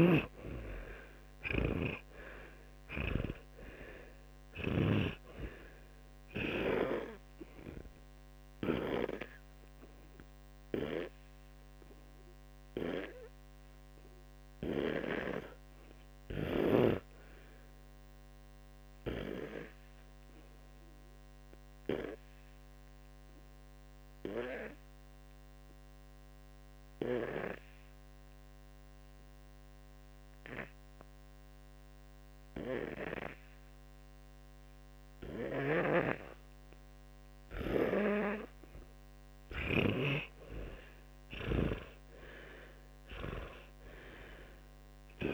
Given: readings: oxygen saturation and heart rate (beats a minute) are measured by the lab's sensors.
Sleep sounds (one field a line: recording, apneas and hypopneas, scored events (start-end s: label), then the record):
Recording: breathing in sleep by a microphone on the trachea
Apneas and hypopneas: 1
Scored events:
0.00-4.50 s: arousal
0.00-4.50 s: snoring (device-marked)
0.00-37.00 s: oxygen desaturation (device-marked, oxygen 98% before, 87% lowest, heart rate 58 before, 56 extreme)
20.50-36.50 s: hypopnea (oxygen 98% before, 88% lowest, heart rate 74 before, 56 extreme, up 22 after)
38.50-42.50 s: arousal
39.00-45.34 s: snoring (device-marked)
From the record:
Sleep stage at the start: N2 (light sleep)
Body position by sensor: on the back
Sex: male